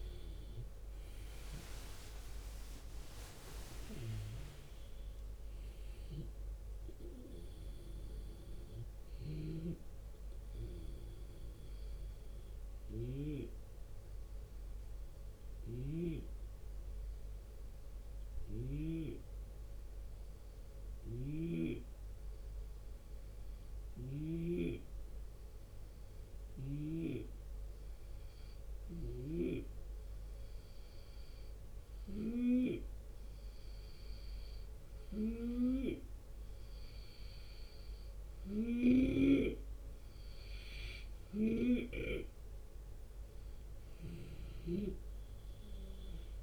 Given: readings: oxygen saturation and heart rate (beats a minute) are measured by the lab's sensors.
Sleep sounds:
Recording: breathing in sleep by a room microphone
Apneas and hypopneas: 1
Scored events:
0.00-14.50 s: drop in pulse transit time (device-marked, heart rate 75 extreme)
1.50-6.00 s: arousal
10.50-36.50 s: hypopnea (oxygen 97% before, 91% lowest, heart rate 82 before, 72 extreme, up 1 after)
15.00-18.50 s: snoring (device-marked)
20.50-24.00 s: snoring (device-marked)
38.00-44.50 s: snoring (device-marked)
39.50-46.43 s: oxygen desaturation (device-marked, oxygen 97% before, 91% lowest, heart rate 74 before, 74 extreme)
42.00-46.43 s: arousal
44.50-46.43 s: drop in pulse transit time (device-marked, heart rate 75 before, 75 extreme)
From the record:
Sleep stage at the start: N2 (light sleep)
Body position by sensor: on the left side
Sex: male

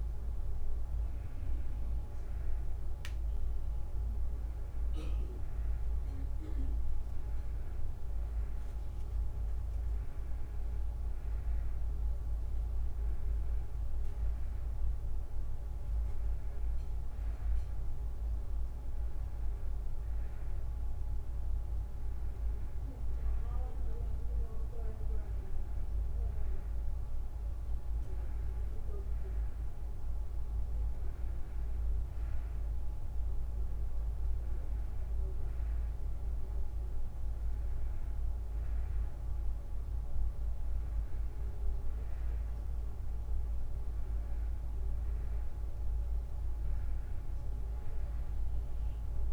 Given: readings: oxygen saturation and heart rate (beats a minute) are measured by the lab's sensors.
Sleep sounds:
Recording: a person partly awake in a sleep study, hard to hear, by a room microphone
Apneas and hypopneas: none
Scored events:
3.50-49.33 s: new sleep stage, N1 (lightest sleep)
From the record:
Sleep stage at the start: awake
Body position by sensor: on the right side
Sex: female

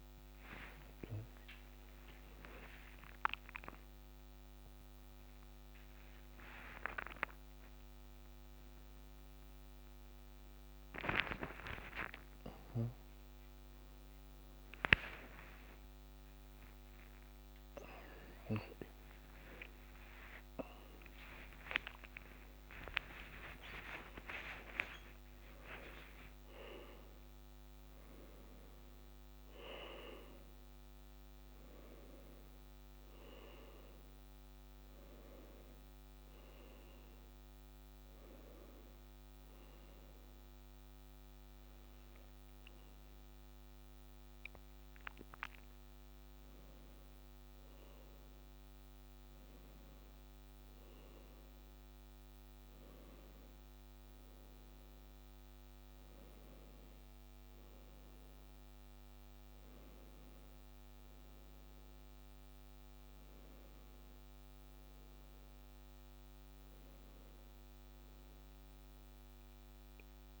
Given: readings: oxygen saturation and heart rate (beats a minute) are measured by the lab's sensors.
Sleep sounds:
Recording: a person awake in a sleep study, by a microphone on the trachea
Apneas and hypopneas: none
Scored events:
none scored
From the record:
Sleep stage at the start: awake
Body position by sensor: on the left side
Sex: male

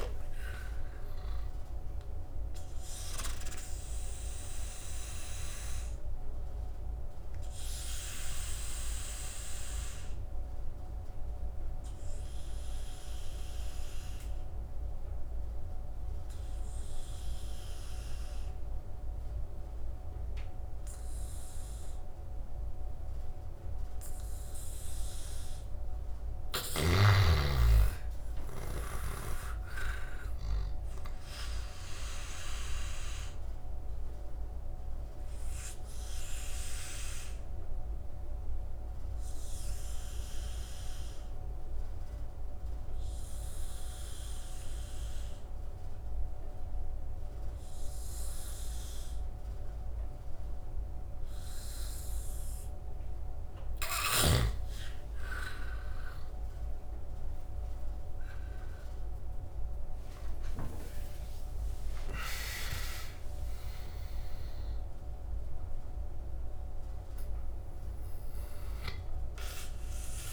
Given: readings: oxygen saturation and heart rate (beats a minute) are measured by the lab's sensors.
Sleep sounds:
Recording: breathing in sleep by a room microphone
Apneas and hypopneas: 2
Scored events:
0.00-3.00 s: oxygen desaturation (device-marked, oxygen 84% lowest, heart rate 67 extreme)
4.00-24.00 s: obstructive apnea (oxygen 98% before, 85% lowest, heart rate 72 before, 70 extreme, up 7 after)
5.00-24.00 s: oxygen desaturation (device-marked, oxygen 97% before, 85% lowest, heart rate 72 before, 70 extreme)
24.50-28.00 s: arousal
33.00-53.50 s: obstructive apnea (oxygen 98% before, 88% lowest, heart rate 76 before, 70 extreme, up 25 after)
36.00-53.00 s: oxygen desaturation (device-marked, oxygen 100% before, 88% lowest, heart rate 76 before, 70 extreme)
56.50-62.50 s: arousal
From the record:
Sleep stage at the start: N2 (light sleep)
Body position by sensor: on the back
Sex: male

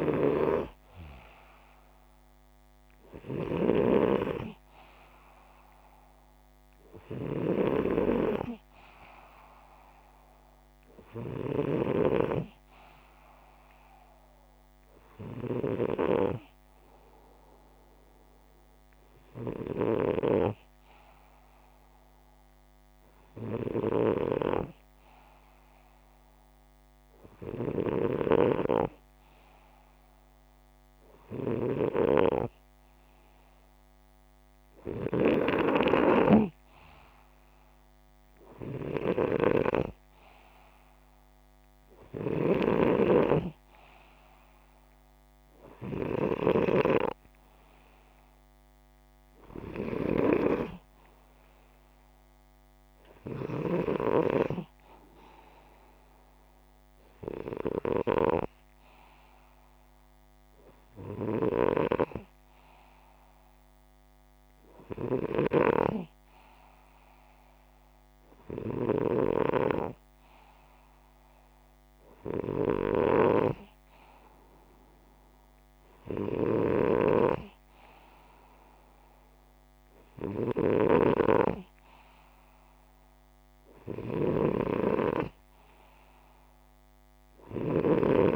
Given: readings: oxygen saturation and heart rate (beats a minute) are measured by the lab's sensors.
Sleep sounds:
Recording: breathing in sleep by a microphone on the trachea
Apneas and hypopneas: none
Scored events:
3.50-12.50 s: oxygen desaturation (device-marked, oxygen 97% before, 93% lowest, heart rate 163 before, 110 extreme)
49.50-56.50 s: oxygen desaturation (device-marked, oxygen 96% before, 92% lowest, heart rate 150 before, 27 extreme)
From the record:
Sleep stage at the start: N2 (light sleep)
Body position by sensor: upright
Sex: male

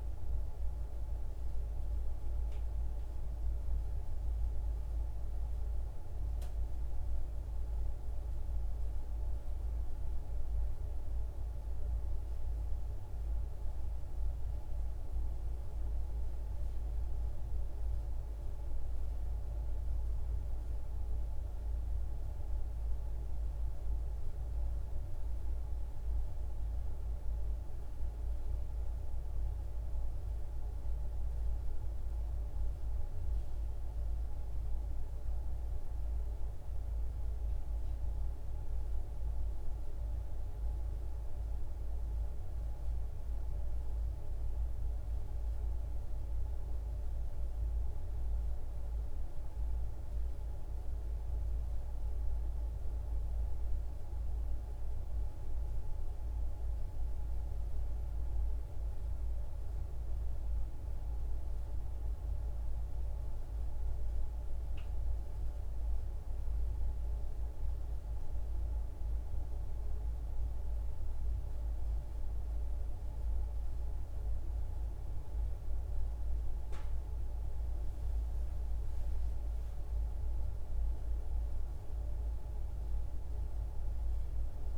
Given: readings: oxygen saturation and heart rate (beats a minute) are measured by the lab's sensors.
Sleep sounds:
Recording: breathing in sleep, hard to hear, by a room microphone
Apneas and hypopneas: none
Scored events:
none scored
From the record:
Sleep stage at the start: N2 (light sleep)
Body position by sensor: on the back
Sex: female

